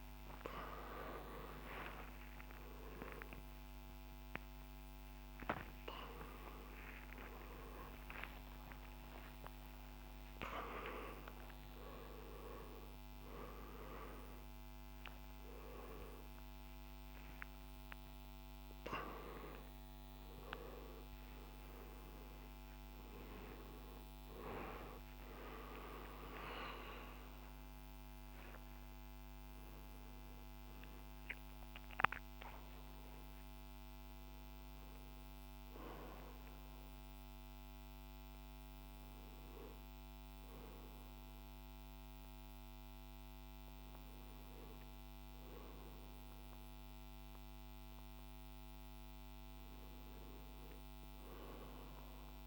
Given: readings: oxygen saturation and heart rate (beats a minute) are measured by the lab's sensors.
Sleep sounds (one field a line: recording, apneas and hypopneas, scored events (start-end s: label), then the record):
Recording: a person awake in a sleep study, by a microphone on the trachea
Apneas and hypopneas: none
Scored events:
0.50-11.50 s: drop in pulse transit time (device-marked, heart rate 104 before, 118 extreme)
5.50-20.50 s: oxygen desaturation (device-marked, oxygen 91% before, 87% lowest, heart rate 122 before, 73 extreme)
24.50-35.50 s: drop in pulse transit time (device-marked, heart rate 107 before, 88 extreme)
29.50-52.47 s: new sleep stage, N1 (lightest sleep)
From the record:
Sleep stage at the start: awake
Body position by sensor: on the left side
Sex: male